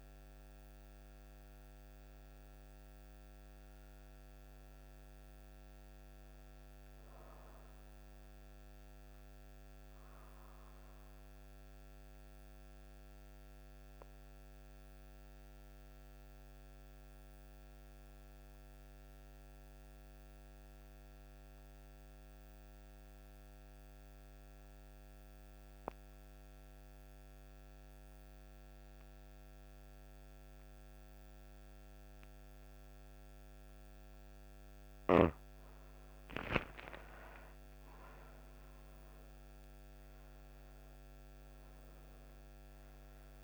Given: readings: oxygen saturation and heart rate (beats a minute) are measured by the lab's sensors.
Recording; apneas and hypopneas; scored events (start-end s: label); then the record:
breathing in sleep, hard to hear, by a microphone on the trachea; 1
0.00-18.00 s: oxygen desaturation (device-marked, oxygen 89% lowest)
8.50-34.00 s: obstructive apnea (oxygen 98% before, 86% lowest, heart rate 83 before, 57 extreme, up 36 after)
34.00-43.44 s: oxygen desaturation (device-marked, oxygen 98% before, 86% lowest, heart rate 64 before, 56 extreme)
36.50-39.00 s: arousal
From the record:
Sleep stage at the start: N2 (light sleep); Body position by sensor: on the right side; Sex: female